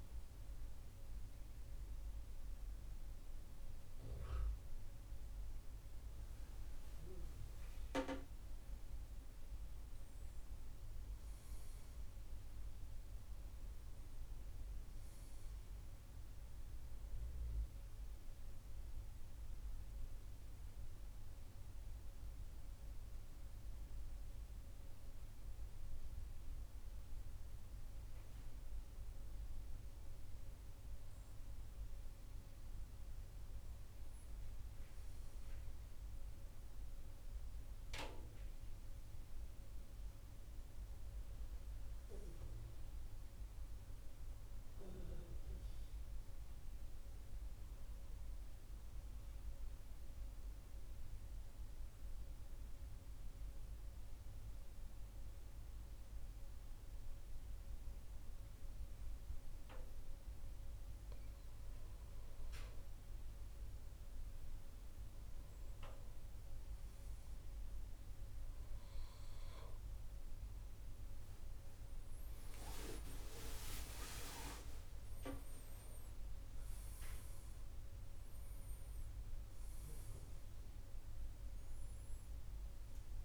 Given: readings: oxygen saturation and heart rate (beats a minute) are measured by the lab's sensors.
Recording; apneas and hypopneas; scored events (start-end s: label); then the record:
breathing in sleep by a room microphone; 2
19.50-30.50 s: mixed apnea (oxygen 98% before, 92% lowest, heart rate 70 before, 66 extreme, up 4 after)
31.50-35.50 s: arousal
35.50-49.50 s: oxygen desaturation (device-marked, oxygen 96% before, 93% lowest, heart rate 69 before, 67 extreme)
50.00-60.50 s: central apnea (oxygen 96% before, 92% lowest, heart rate 68 before, 68 extreme, up 5 after)
62.00-66.00 s: arousal
65.50-77.50 s: oxygen desaturation (device-marked, oxygen 95% before, 92% lowest, heart rate 70 before, 68 extreme)
From the record:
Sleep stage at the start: N2 (light sleep); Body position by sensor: on the back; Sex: male